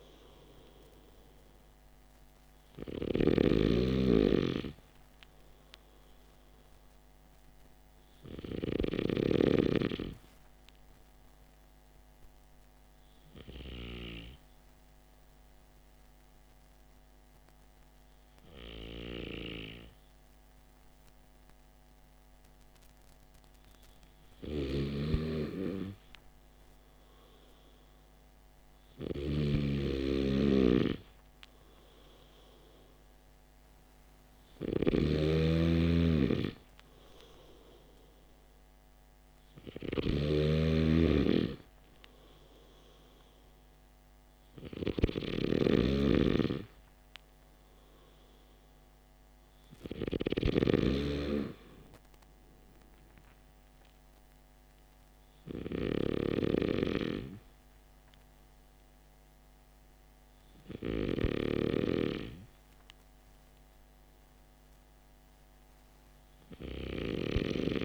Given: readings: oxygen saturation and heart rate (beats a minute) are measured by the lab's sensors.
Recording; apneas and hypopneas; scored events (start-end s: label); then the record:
breathing in sleep by a microphone on the trachea; 1
0.00-4.00 s: snoring (device-marked)
12.00-23.00 s: hypopnea (oxygen 96% before, 94% lowest, heart rate 55 before, 52 extreme, up 6 after)
24.50-28.50 s: arousal
35.00-40.50 s: snoring (device-marked)
From the record:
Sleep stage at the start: N2 (light sleep); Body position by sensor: on the back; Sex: male